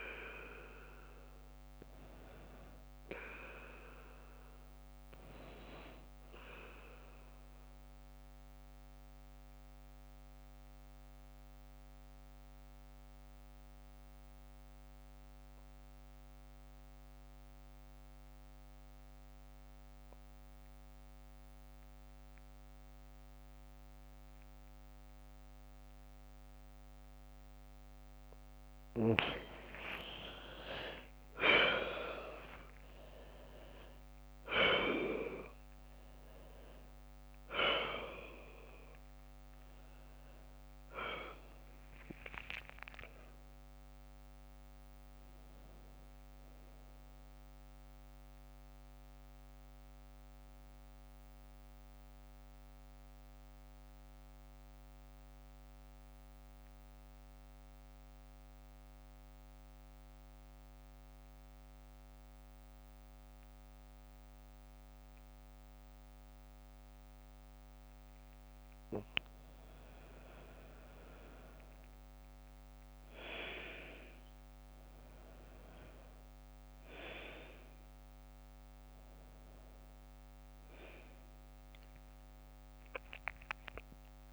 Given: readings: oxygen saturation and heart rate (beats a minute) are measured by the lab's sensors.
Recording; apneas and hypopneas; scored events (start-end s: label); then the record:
breathing in sleep by a microphone on the trachea; 2
0.00-13.50 s: oxygen desaturation (device-marked, oxygen 93% lowest, heart rate 58 extreme)
9.00-29.00 s: mixed apnea (oxygen 98% before, 86% lowest, heart rate 59 before, 58 extreme, up 7 after)
27.50-56.50 s: oxygen desaturation (device-marked, oxygen 97% before, 86% lowest, heart rate 59 before, 57 extreme)
29.50-33.50 s: arousal
53.00-69.00 s: central apnea (oxygen 97% before, 86% lowest, heart rate 64 before, 56 extreme, up 4 after)
71.00-75.00 s: arousal
76.50-84.33 s: oxygen desaturation (device-marked, oxygen 100% before, 91% lowest, heart rate 60 before, 55 extreme)
From the record:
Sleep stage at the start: N2 (light sleep); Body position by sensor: on the back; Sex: female